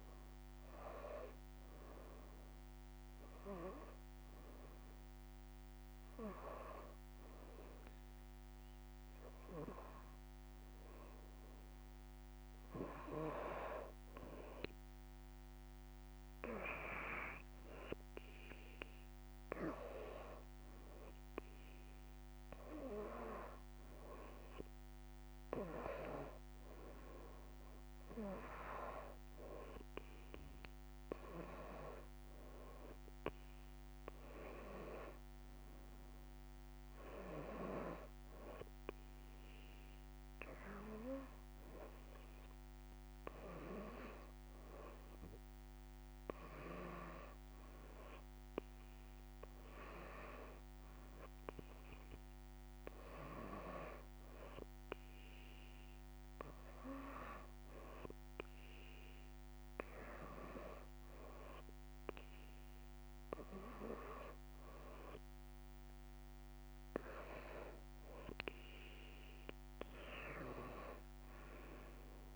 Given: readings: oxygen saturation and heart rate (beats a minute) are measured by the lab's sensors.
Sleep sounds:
breathing in sleep by a microphone on the trachea; 2
2.50-13.50 s: hypopnea (oxygen 95% before, 89% lowest)
16.00-19.00 s: arousal
17.00-32.00 s: oxygen desaturation (device-marked, oxygen 94% before, 89% lowest)
31.00-33.00 s: long interval between heartbeats (device-marked)
44.00-46.00 s: long interval between heartbeats (device-marked)
49.00-52.00 s: arousal
55.00-65.50 s: hypopnea (oxygen 92% before, 89% lowest)
68.00-72.00 s: arousal
From the record:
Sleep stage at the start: N2 (light sleep); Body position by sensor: on the back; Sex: female

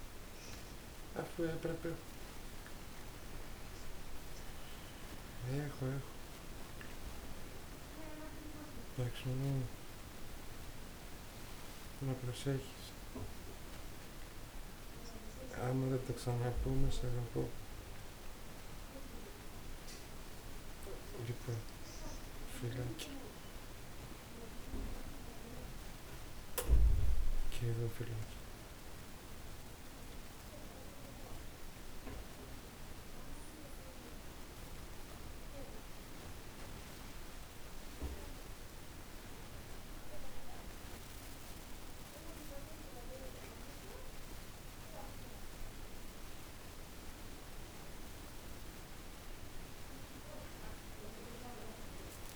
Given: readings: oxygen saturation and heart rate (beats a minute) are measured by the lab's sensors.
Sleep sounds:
a person awake in a sleep study, by a room microphone; none
1.50-22.00 s: snoring (device-marked)
From the record:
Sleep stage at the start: awake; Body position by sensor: on the back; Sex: male

